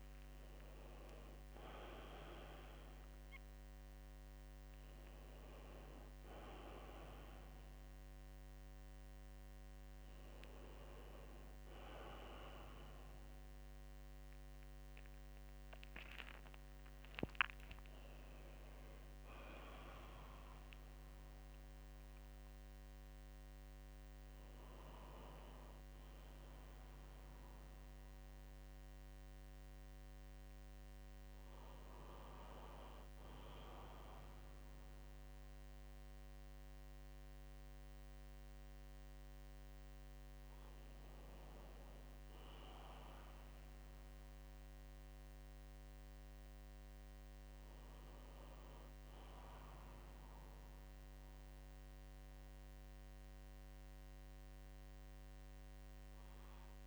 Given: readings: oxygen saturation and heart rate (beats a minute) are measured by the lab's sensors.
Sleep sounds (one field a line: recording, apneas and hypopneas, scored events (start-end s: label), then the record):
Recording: breathing in sleep by a microphone on the trachea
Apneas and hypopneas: none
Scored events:
52.00-56.87 s: new sleep stage, N2 (light sleep)
From the record:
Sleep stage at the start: N1 (lightest sleep)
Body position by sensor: on the right side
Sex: male